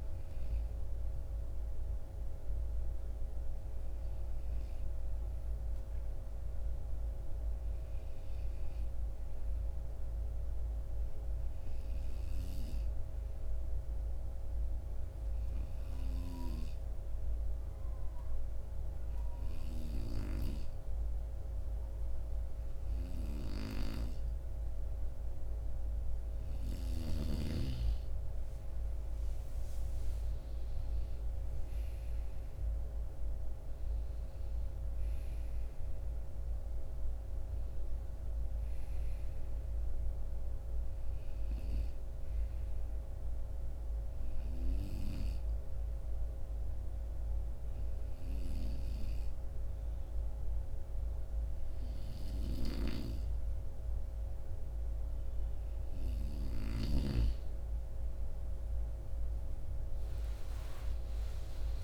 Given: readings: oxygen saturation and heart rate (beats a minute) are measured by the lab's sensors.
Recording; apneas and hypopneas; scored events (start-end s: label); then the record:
breathing in sleep by a room microphone; 1
1.50-24.50 s: hypopnea (oxygen 97% before, 89% lowest, heart rate 62 before, 57 extreme, up 8 after)
15.50-55.50 s: oxygen desaturation (device-marked, oxygen 95% before, 89% lowest, heart rate 58 before, 54 extreme)
27.50-32.00 s: arousal
From the record:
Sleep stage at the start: N2 (light sleep); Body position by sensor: on the right side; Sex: male